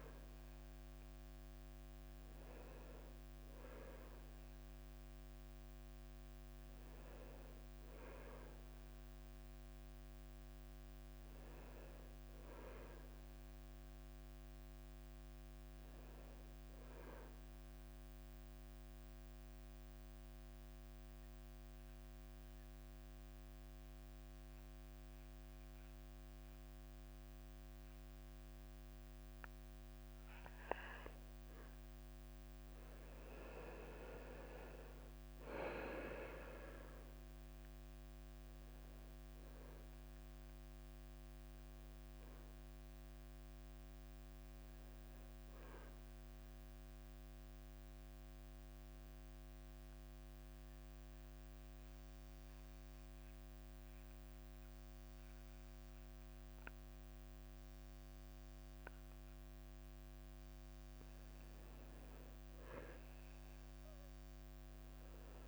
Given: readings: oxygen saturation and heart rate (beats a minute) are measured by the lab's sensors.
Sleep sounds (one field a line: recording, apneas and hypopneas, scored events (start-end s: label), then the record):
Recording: breathing in sleep by a microphone on the trachea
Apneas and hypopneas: 2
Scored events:
0.00-2.50 s: drop in pulse transit time (device-marked, heart rate 87 extreme)
13.50-33.50 s: oxygen desaturation (device-marked, oxygen 95% before, 89% lowest, heart rate 91 before, 84 extreme)
19.00-33.00 s: central apnea (oxygen 96% before, 89% lowest, heart rate 92 before, 84 extreme, up 0 after)
19.50-65.48 s: new sleep stage, N2 (light sleep)
36.00-40.50 s: arousal
37.50-49.50 s: drop in pulse transit time (device-marked, heart rate 89 before, 84 extreme)
47.00-60.50 s: central apnea (oxygen 99% before, 91% lowest, heart rate 87 before, 85 extreme, up 0 after)
62.50-65.48 s: arousal
From the record:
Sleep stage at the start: N1 (lightest sleep)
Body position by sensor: on the back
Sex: male